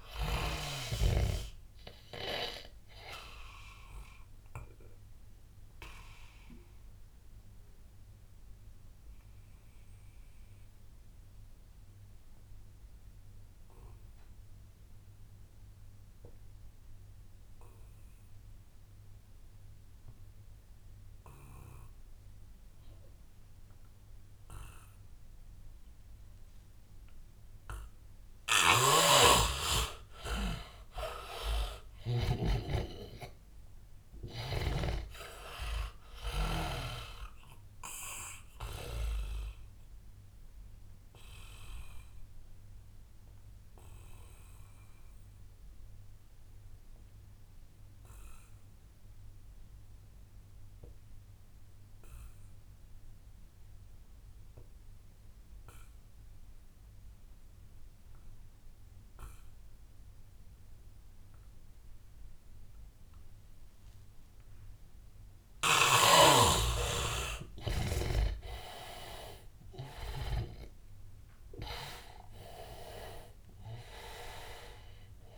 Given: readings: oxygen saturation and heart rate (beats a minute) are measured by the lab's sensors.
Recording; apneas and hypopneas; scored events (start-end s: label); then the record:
breathing in sleep by a room microphone; 2
0.00-1.50 s: arousal
0.00-1.50 s: snoring (device-marked)
0.00-16.50 s: oxygen desaturation (device-marked, oxygen 81% lowest, heart rate 75 extreme)
3.50-28.00 s: obstructive apnea (oxygen 100% before, 79% lowest, heart rate 86 before, 75 extreme, up 12 after)
21.50-52.50 s: oxygen desaturation (device-marked, oxygen 100% before, 80% lowest, heart rate 85 before, 78 extreme)
28.50-32.50 s: snoring (device-marked)
30.50-33.50 s: arousal
40.00-66.00 s: obstructive apnea (oxygen 100% before, 79% lowest, heart rate 88 before, 78 extreme, up 8 after)
54.50-75.38 s: oxygen desaturation (device-marked, oxygen 100% before, 79% lowest, heart rate 87 before, 82 extreme)
68.00-72.50 s: arousal
From the record:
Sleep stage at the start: N2 (light sleep); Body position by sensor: on the back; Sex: male